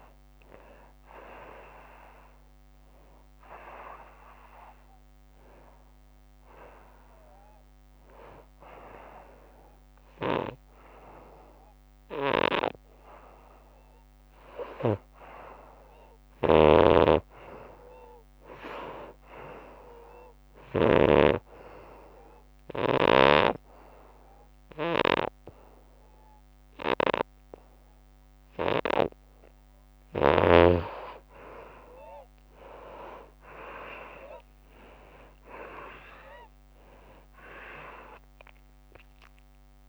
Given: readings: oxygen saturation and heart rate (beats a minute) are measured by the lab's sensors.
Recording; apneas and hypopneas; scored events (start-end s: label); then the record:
breathing in sleep by a microphone on the trachea; 2
0.00-11.50 s: oxygen desaturation (device-marked, oxygen 81% lowest, heart rate 79 extreme)
2.00-13.00 s: hypopnea (oxygen 96% before, 81% lowest, heart rate 85 before, 79 extreme)
12.00-21.00 s: snoring (device-marked)
13.50-30.50 s: oxygen desaturation (device-marked, oxygen 96% before, 87% lowest, heart rate 89 before, 80 extreme)
15.00-17.50 s: arousal
20.50-30.50 s: obstructive apnea (oxygen 96% before, 82% lowest, heart rate 88 before, 81 extreme, up 19 after)
35.00-39.89 s: arousal
36.50-39.89 s: oxygen desaturation (device-marked, oxygen 90% before, 82% lowest, heart rate 83 before, 77 extreme)
From the record:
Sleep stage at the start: N2 (light sleep); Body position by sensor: on the back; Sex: female